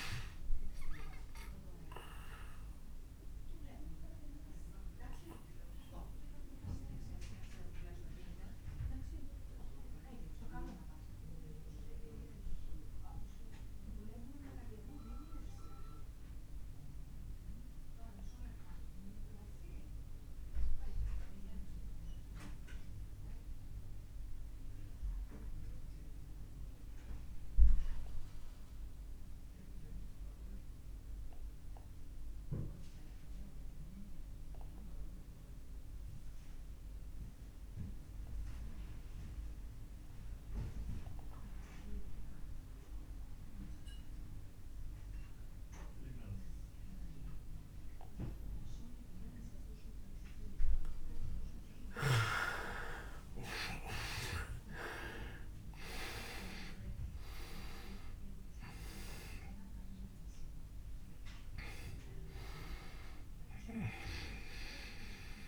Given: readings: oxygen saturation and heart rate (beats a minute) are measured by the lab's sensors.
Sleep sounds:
breathing in sleep by a room microphone; 1
0.00-20.00 s: oxygen desaturation (device-marked, oxygen 87% lowest)
1.50-51.00 s: obstructive apnea (oxygen 99% before, 81% lowest)
38.00-65.48 s: oxygen desaturation (device-marked, oxygen 99% before, 81% lowest)
55.00-60.00 s: arousal
From the record:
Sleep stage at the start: N2 (light sleep); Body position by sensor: on the back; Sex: male

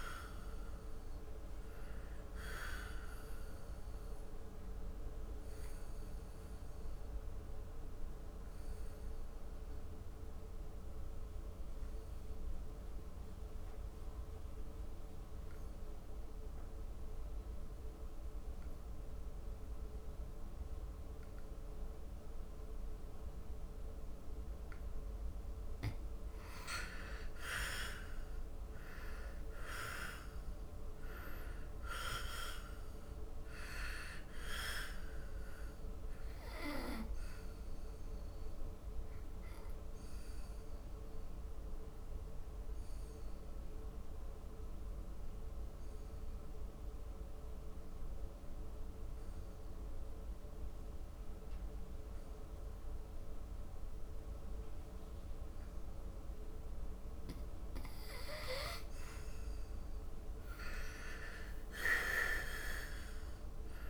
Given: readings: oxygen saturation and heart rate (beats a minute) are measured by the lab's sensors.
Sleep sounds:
breathing in sleep by a room microphone; 2
0.00-15.50 s: oxygen desaturation (device-marked, oxygen 82% lowest, heart rate 70 extreme)
3.50-23.50 s: obstructive apnea (oxygen 98% before, 82% lowest, heart rate 74 before, 70 extreme, up 1 after)
26.50-30.00 s: arousal
28.50-50.50 s: oxygen desaturation (device-marked, oxygen 99% before, 83% lowest, heart rate 74 before, 71 extreme)
36.50-56.50 s: obstructive apnea (oxygen 99% before, 83% lowest, heart rate 74 before, 71 extreme, up 3 after)
58.00-62.00 s: arousal
59.50-63.90 s: oxygen desaturation (device-marked, oxygen 98% before, 85% lowest, heart rate 73 before, 75 extreme)
From the record:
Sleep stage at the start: N2 (light sleep); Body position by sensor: on the back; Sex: male

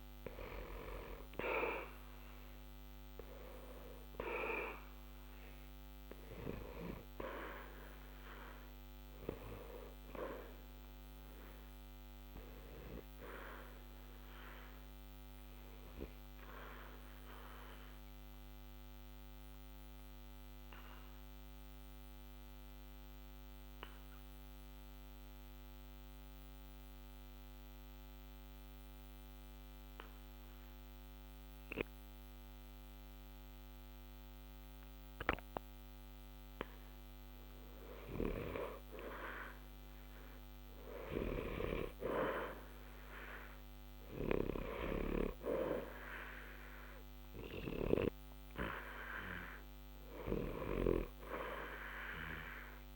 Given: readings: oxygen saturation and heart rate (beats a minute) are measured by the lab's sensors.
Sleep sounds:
breathing in sleep by a microphone on the trachea; 1
0.00-33.00 s: oxygen desaturation (device-marked, oxygen 82% lowest, heart rate 60 extreme)
13.50-35.50 s: obstructive apnea (oxygen 93% before, 82% lowest, heart rate 60 before, 60 extreme, up 1 after)
38.00-42.00 s: arousal
47.00-52.96 s: oxygen desaturation (device-marked, oxygen 93% before, 85% lowest, heart rate 60 before, 60 extreme)
From the record:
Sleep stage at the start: N2 (light sleep); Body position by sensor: on the back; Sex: male

